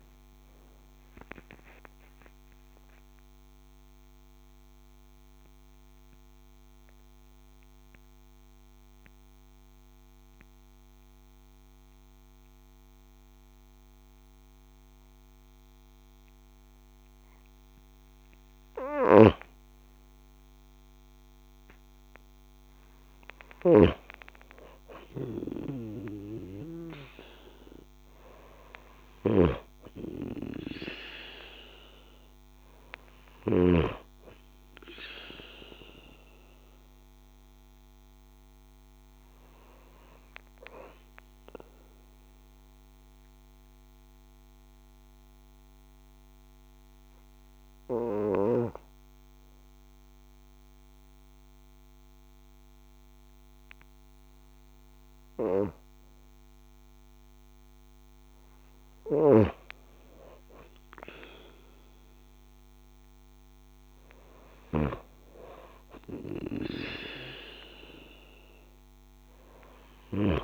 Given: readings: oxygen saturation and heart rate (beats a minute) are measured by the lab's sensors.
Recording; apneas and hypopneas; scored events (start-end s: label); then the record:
breathing in sleep by a microphone on the trachea; 2
2.50-17.50 s: obstructive apnea (oxygen 96% before, 93% lowest)
20.50-23.50 s: arousal
23.00-33.50 s: snoring (device-marked)
31.00-51.00 s: oxygen desaturation (device-marked, oxygen 97% before, 93% lowest)
42.00-57.50 s: obstructive apnea (oxygen 97% before, 92% lowest)
58.50-63.50 s: arousal
From the record:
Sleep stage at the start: N2 (light sleep); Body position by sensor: on the back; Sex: female